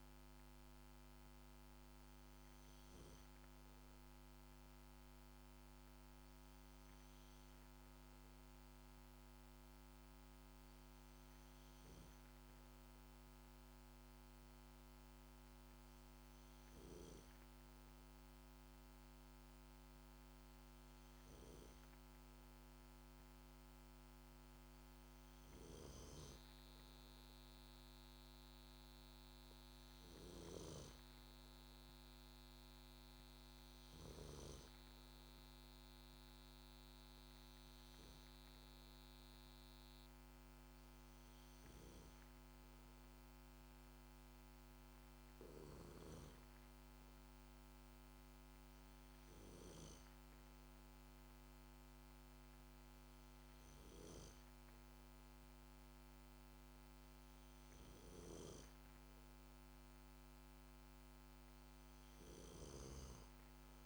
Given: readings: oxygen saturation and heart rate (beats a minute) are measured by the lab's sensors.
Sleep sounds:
breathing in sleep, hard to hear, by a microphone on the trachea; none
none scored
From the record:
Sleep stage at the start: N2 (light sleep); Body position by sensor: on the back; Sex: male

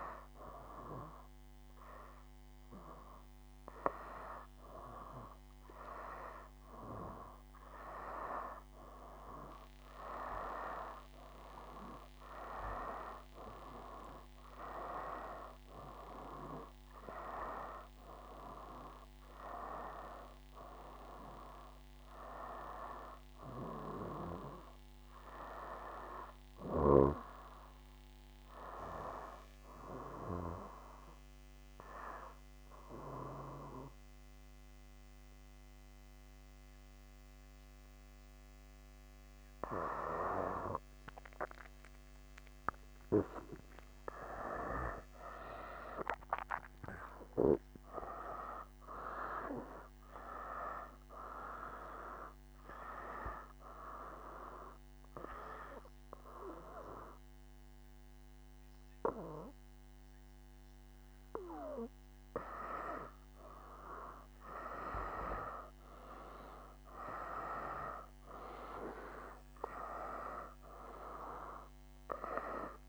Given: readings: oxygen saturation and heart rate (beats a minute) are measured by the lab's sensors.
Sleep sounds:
breathing in sleep by a microphone on the trachea; 2
1.00-16.00 s: oxygen desaturation (device-marked, oxygen 97% before, 93% lowest, heart rate 71 before, 70 extreme)
21.50-25.50 s: arousal
31.00-41.50 s: obstructive apnea (oxygen 95% before, 91% lowest, heart rate 75 before, 69 extreme, up 6 after)
44.50-48.50 s: arousal
48.00-66.00 s: oxygen desaturation (device-marked, oxygen 96% before, 91% lowest, heart rate 71 before, 67 extreme)
54.00-64.00 s: obstructive apnea (oxygen 96% before, 89% lowest, heart rate 72 before, 67 extreme, up 1 after)
66.00-69.50 s: arousal
From the record:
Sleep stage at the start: N2 (light sleep); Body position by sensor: on the back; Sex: male

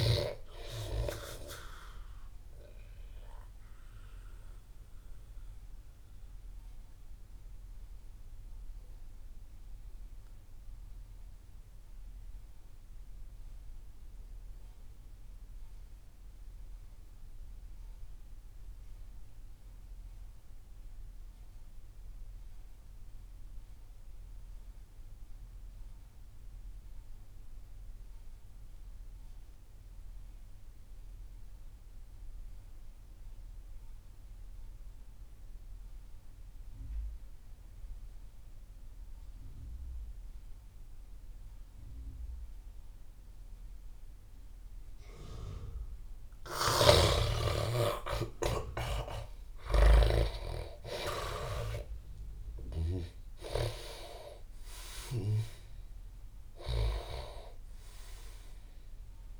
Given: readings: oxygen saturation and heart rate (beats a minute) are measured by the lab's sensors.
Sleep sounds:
breathing in sleep by a room microphone; 1
0.00-14.00 s: oxygen desaturation (device-marked, oxygen 82% lowest)
3.50-46.00 s: mixed apnea (oxygen 98% before, 73% lowest)
27.00-59.40 s: oxygen desaturation (device-marked, oxygen 99% before, 73% lowest)
46.50-53.00 s: snoring (device-marked)
47.00-51.00 s: arousal
From the record:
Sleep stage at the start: N2 (light sleep); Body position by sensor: on the back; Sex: male

